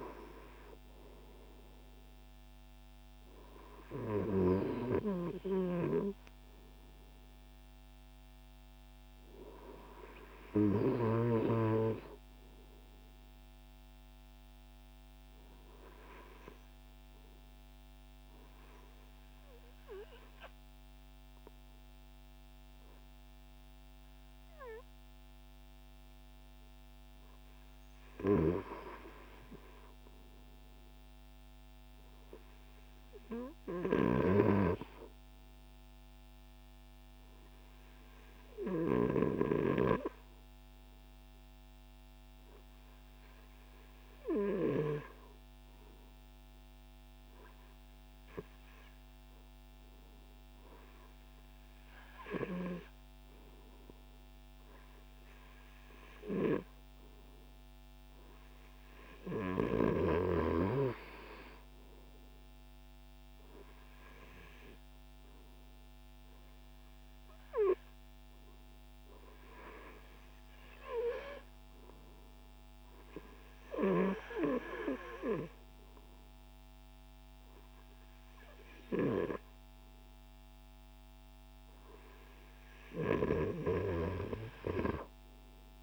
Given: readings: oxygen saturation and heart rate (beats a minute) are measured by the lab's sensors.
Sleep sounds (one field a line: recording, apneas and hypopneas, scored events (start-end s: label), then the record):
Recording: breathing in sleep by a microphone on the trachea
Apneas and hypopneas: 2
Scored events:
13.00-25.00 s: obstructive apnea (oxygen 97% before, 95% lowest, heart rate 65 before, 55 extreme, up 5 after)
27.50-32.00 s: arousal
27.50-37.50 s: oxygen desaturation (device-marked, oxygen 98% before, 95% lowest, heart rate 60 before, 55 extreme)
39.00-56.50 s: obstructive apnea (oxygen 98% before, 95% lowest, heart rate 61 before, 55 extreme, up 8 after)
59.50-63.50 s: arousal
From the record:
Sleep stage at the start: REM sleep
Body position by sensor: on the front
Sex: male